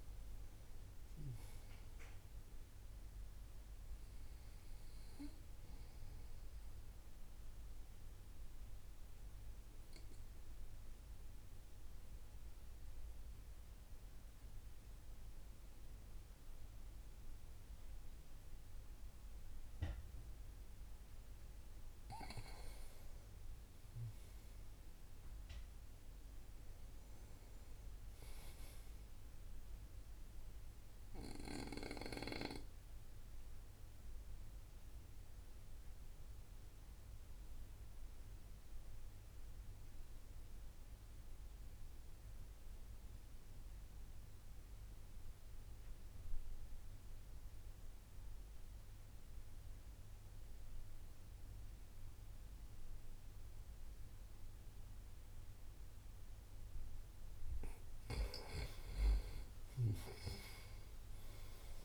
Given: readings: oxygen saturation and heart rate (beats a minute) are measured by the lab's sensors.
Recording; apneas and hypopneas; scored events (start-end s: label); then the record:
breathing in sleep by a room microphone; 2
0.00-10.50 s: oxygen desaturation (device-marked, oxygen 87% lowest, heart rate 54 extreme)
7.50-21.00 s: obstructive apnea (oxygen 93% before, 88% lowest, heart rate 61 before, 55 extreme, up 5 after)
23.50-27.00 s: arousal
31.00-57.50 s: obstructive apnea (oxygen 97% before, 88% lowest, heart rate 56 before, 55 extreme, up 10 after)
50.50-61.85 s: oxygen desaturation (device-marked, oxygen 95% before, 88% lowest, heart rate 56 before, 56 extreme)
58.50-61.85 s: arousal
From the record:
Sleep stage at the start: REM sleep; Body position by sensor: on the right side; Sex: male